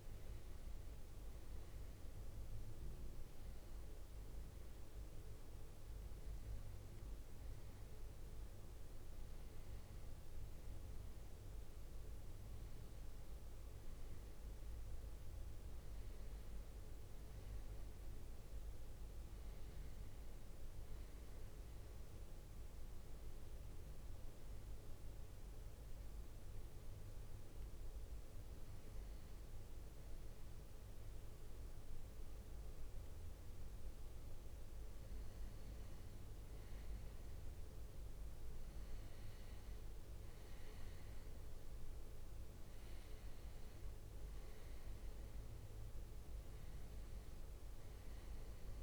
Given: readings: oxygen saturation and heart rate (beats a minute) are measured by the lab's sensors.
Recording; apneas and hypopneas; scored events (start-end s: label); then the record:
breathing in sleep, hard to hear, by a room microphone; 1
25.00-35.00 s: hypopnea (oxygen 97% before, 95% lowest, heart rate 68 before, 64 extreme, up 5 after)
25.50-48.83 s: new sleep stage, N2 (light sleep)
41.00-45.50 s: arousal
From the record:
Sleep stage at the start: N1 (lightest sleep); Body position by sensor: on the right side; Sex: male